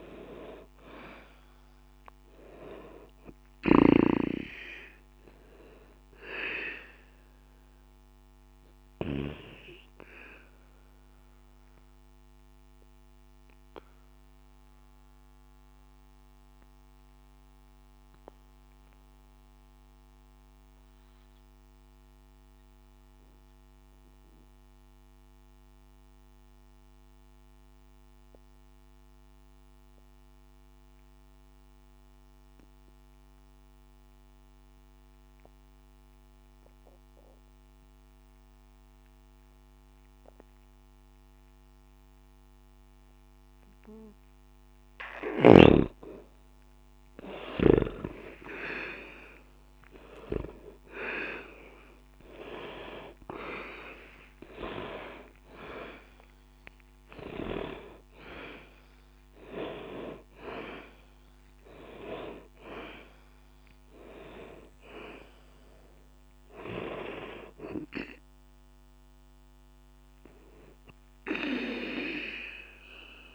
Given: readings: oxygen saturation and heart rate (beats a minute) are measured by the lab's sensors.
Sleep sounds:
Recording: breathing in sleep by a microphone on the trachea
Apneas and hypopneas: 1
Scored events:
0.00-26.50 s: oxygen desaturation (device-marked, oxygen 82% lowest, heart rate 60 extreme)
9.00-45.00 s: obstructive apnea (oxygen 98% before, 78% lowest, heart rate 60 before, 60 extreme, up 0 after)
46.50-73.35 s: oxygen desaturation (device-marked, oxygen 97% before, 78% lowest, heart rate 60 before, 60 extreme)
47.50-52.50 s: arousal
From the record:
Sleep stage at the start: N2 (light sleep)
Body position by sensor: on the back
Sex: male

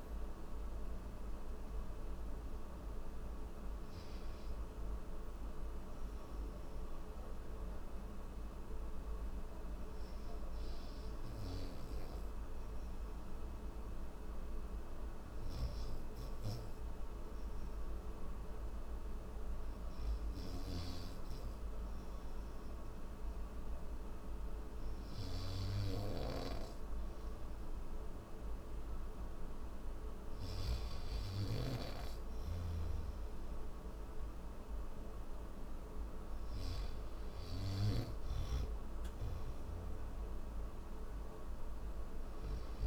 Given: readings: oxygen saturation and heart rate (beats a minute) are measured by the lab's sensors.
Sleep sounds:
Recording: breathing in sleep, hard to hear, by a room microphone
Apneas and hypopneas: none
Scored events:
25.00-42.87 s: new sleep stage, N3 (deep sleep)
From the record:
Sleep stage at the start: N1 (lightest sleep)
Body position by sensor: on the back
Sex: male

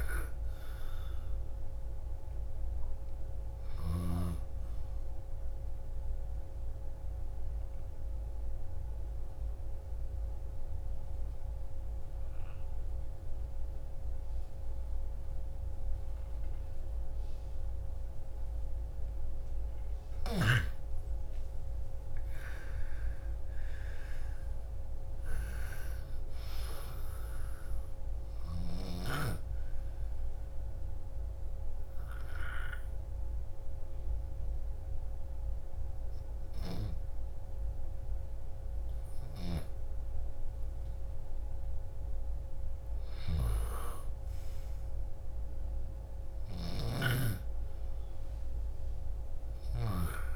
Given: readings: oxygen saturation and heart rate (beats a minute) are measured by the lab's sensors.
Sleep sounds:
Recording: breathing in sleep by a room microphone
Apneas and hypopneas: 2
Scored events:
0.00-4.00 s: snoring (device-marked)
0.00-18.50 s: oxygen desaturation (device-marked, oxygen 82% lowest, heart rate 28 extreme)
7.50-19.50 s: obstructive apnea (oxygen 99% before, 82% lowest, heart rate 60 before, 28 extreme, up 28 after)
20.00-24.50 s: arousal
28.00-39.00 s: obstructive apnea (oxygen 99% before, 85% lowest, heart rate 45 before, 47 extreme, up 19 after)
31.50-44.50 s: oxygen desaturation (device-marked, oxygen 98% before, 89% lowest, heart rate 47 before, 47 extreme)
41.50-46.50 s: arousal
43.00-50.00 s: snoring (device-marked)
From the record:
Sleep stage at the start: N2 (light sleep)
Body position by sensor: on the back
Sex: female

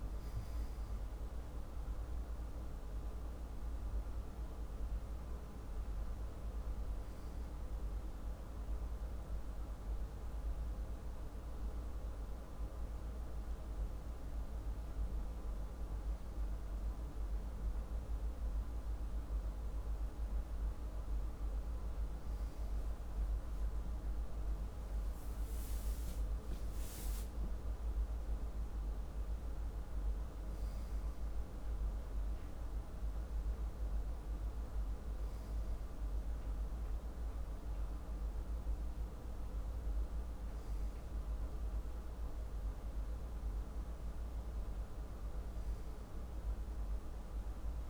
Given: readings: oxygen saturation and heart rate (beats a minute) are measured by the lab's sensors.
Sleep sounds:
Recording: breathing in sleep, hard to hear, by a room microphone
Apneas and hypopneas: none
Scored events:
none scored
From the record:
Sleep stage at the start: N2 (light sleep)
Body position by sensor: on the left side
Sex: male

